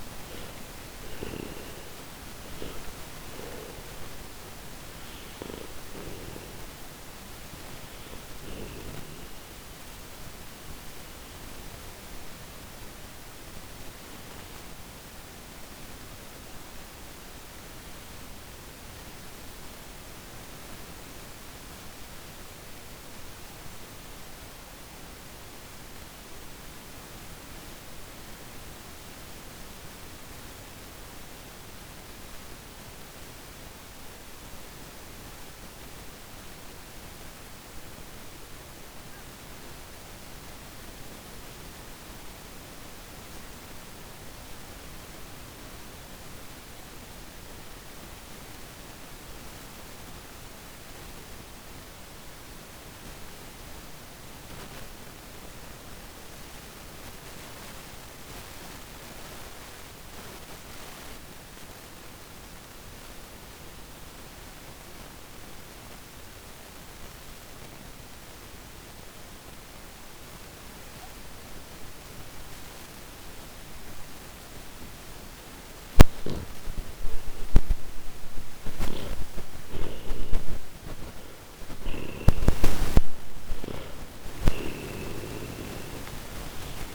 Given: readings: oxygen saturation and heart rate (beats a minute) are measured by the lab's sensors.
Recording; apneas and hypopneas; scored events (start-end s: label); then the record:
breathing in sleep by a microphone on the trachea; 1
0.00-35.50 s: oxygen desaturation (device-marked, oxygen 82% lowest)
13.00-73.00 s: obstructive apnea (oxygen 96% before, 79% lowest)
66.50-86.95 s: oxygen desaturation (device-marked, oxygen 98% before, 79% lowest, heart rate 56 before, 32 extreme)
75.50-80.50 s: arousal
84.50-86.95 s: snoring (device-marked)
From the record:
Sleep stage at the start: N2 (light sleep); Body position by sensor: on the back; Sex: male